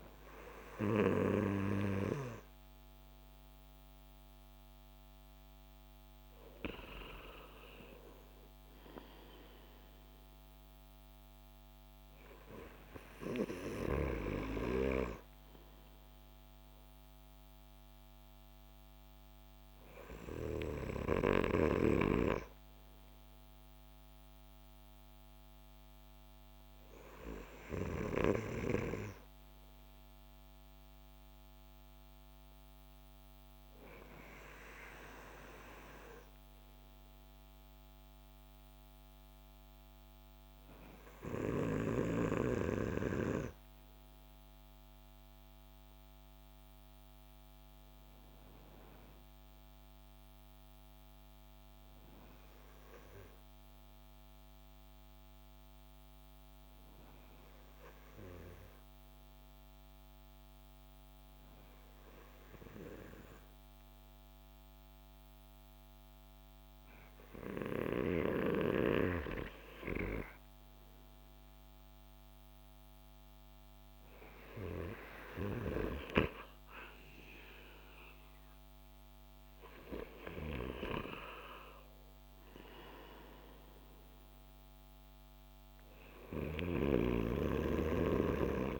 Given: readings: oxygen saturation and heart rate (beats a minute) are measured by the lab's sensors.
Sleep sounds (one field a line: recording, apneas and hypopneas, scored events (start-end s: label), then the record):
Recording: breathing in sleep by a microphone on the trachea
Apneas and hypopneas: none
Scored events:
none scored
From the record:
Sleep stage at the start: N2 (light sleep)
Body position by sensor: on the back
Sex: male